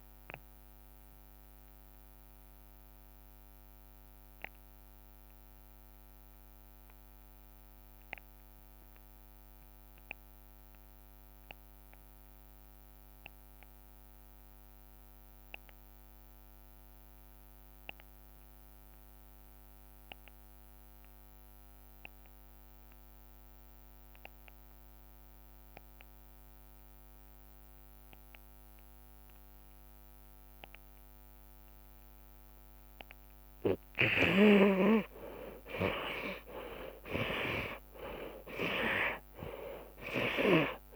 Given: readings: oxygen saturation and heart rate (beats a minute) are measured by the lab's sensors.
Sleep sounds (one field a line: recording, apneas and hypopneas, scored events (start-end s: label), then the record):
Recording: breathing in sleep by a microphone on the trachea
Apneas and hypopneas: 1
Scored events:
0.00-1.00 s: oxygen desaturation (device-marked, oxygen 77% lowest)
2.00-4.00 s: long interval between heartbeats (device-marked)
3.50-33.50 s: mixed apnea (oxygen 97% before, 55% lowest)
6.00-24.00 s: oxygen desaturation (device-marked, oxygen 82% before, 55% lowest)
6.50-8.50 s: long interval between heartbeats (device-marked)
34.50-39.00 s: arousal
38.00-40.96 s: oxygen desaturation (device-marked, oxygen 93% before, 59% lowest)
From the record:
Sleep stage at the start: REM sleep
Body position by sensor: on the left side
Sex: male